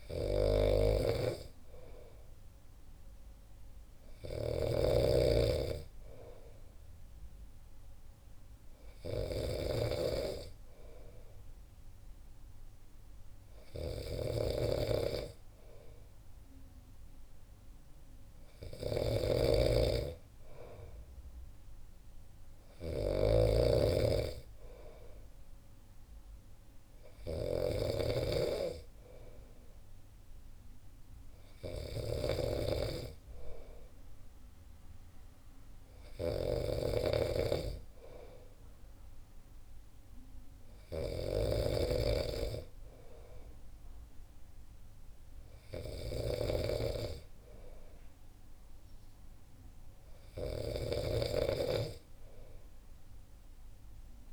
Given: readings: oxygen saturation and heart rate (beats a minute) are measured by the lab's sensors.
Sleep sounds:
breathing in sleep by a room microphone; none
0.00-54.33 s: snoring (device-marked)
From the record:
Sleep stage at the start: N2 (light sleep); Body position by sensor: on the back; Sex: male

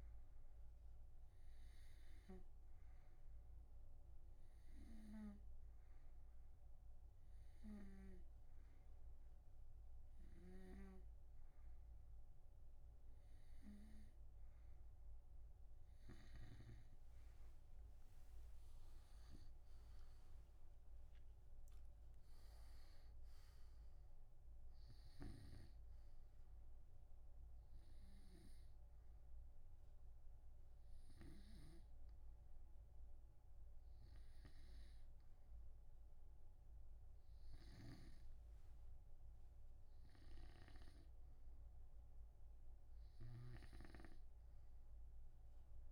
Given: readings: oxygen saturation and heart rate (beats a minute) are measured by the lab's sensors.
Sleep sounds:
breathing in sleep by a room microphone; none
17.50-21.50 s: arousal
20.50-33.50 s: oxygen desaturation (device-marked, oxygen 93% before, 90% lowest, heart rate 64 before, 64 extreme)
38.00-45.92 s: snoring (device-marked)
From the record:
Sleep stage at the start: N2 (light sleep); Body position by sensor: on the right side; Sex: male

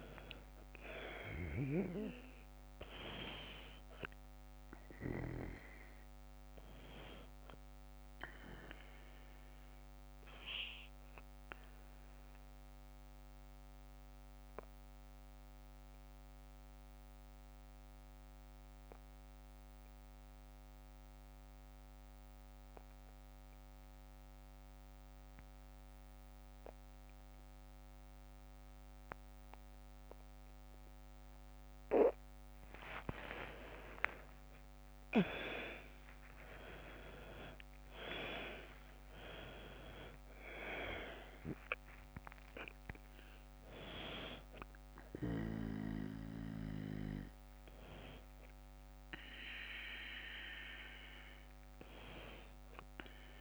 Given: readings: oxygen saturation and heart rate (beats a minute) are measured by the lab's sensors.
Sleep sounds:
breathing in sleep by a microphone on the trachea; 1
10.00-31.00 s: obstructive apnea (oxygen 100% before, 91% lowest, heart rate 55 before, 48 extreme, up 11 after)
32.50-37.50 s: arousal
34.00-53.41 s: oxygen desaturation (device-marked, oxygen 99% before, 91% lowest, heart rate 50 before, 48 extreme)
From the record:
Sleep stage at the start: N2 (light sleep); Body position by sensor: on the back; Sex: female

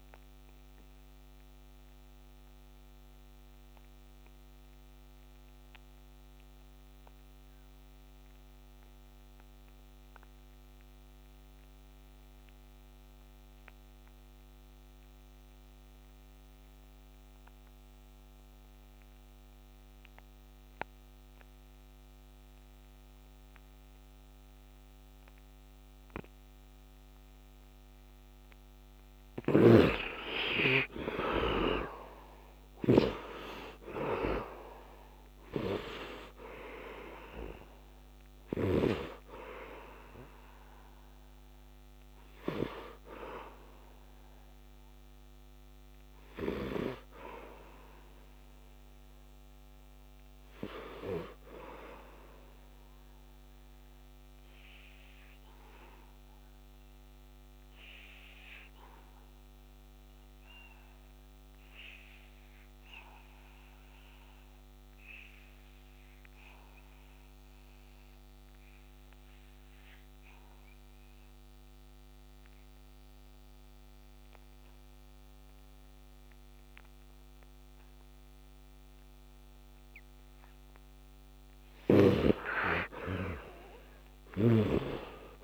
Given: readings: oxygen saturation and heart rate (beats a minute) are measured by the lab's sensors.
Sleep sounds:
breathing in sleep by a microphone on the trachea; 2
0.50-27.00 s: obstructive apnea (oxygen 98% before, 68% lowest, heart rate 73 before, 68 extreme, up 19 after)
8.00-60.00 s: oxygen desaturation (device-marked, oxygen 98% before, 68% lowest, heart rate 71 before, 68 extreme)
28.50-32.50 s: snoring (device-marked)
29.00-33.00 s: arousal
52.50-78.50 s: obstructive apnea (oxygen 81% before, 68% lowest, heart rate 78 before, 68 extreme, up 22 after)
77.00-85.44 s: oxygen desaturation (device-marked, oxygen 98% before, 71% lowest, heart rate 71 before, 67 extreme)
81.50-85.44 s: arousal
83.50-85.44 s: snoring (device-marked)
From the record:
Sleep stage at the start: N2 (light sleep); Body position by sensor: on the back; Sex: male

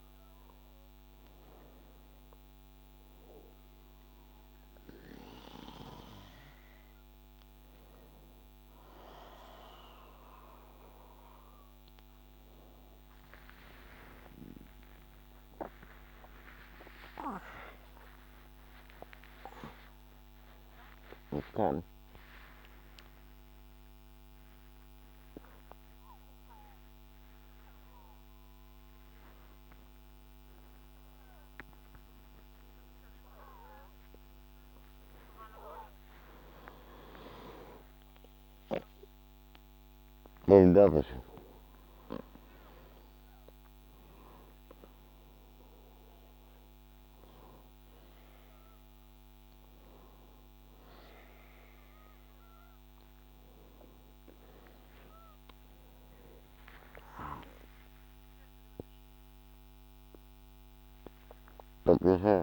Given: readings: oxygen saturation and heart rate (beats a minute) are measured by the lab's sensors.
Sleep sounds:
a person awake in a sleep study, by a microphone on the trachea; none
none scored
From the record:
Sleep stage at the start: awake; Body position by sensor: on the back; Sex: male

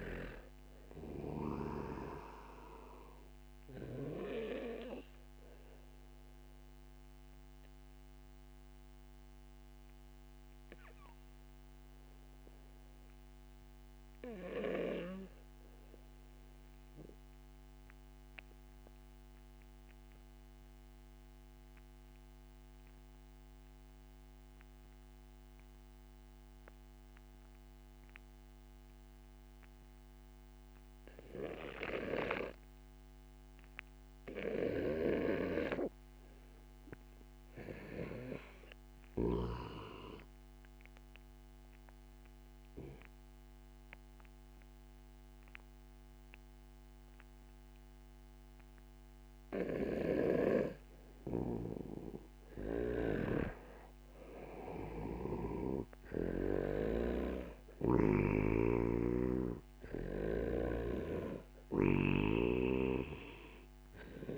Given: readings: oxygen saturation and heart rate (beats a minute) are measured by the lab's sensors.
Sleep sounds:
breathing in sleep by a microphone on the trachea; 1
0.00-17.00 s: oxygen desaturation (device-marked, oxygen 92% lowest)
5.50-50.50 s: obstructive apnea (oxygen 97% before, 89% lowest)
31.00-64.37 s: oxygen desaturation (device-marked, oxygen 97% before, 89% lowest)
51.00-58.00 s: snoring (device-marked)
53.50-58.00 s: arousal
From the record:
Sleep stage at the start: REM sleep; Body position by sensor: on the back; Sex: male

